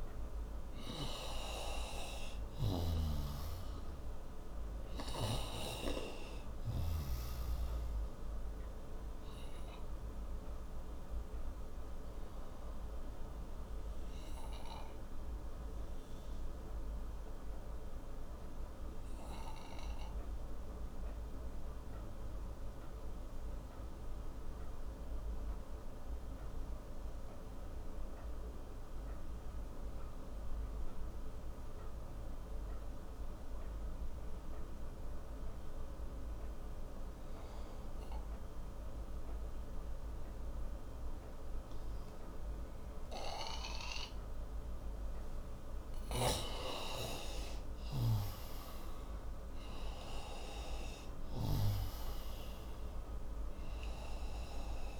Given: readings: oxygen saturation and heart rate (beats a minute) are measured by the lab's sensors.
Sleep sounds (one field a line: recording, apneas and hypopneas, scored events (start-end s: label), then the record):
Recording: breathing in sleep by a room microphone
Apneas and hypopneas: 1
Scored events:
0.00-1.50 s: arousal
0.00-7.00 s: snoring (device-marked)
1.00-24.00 s: oxygen desaturation (device-marked, oxygen 96% before, 90% lowest)
9.50-44.00 s: obstructive apnea (oxygen 97% before, 88% lowest)
39.00-55.00 s: oxygen desaturation (device-marked, oxygen 97% before, 88% lowest)
45.00-49.00 s: arousal
From the record:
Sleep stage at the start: N2 (light sleep)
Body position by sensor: on the right side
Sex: male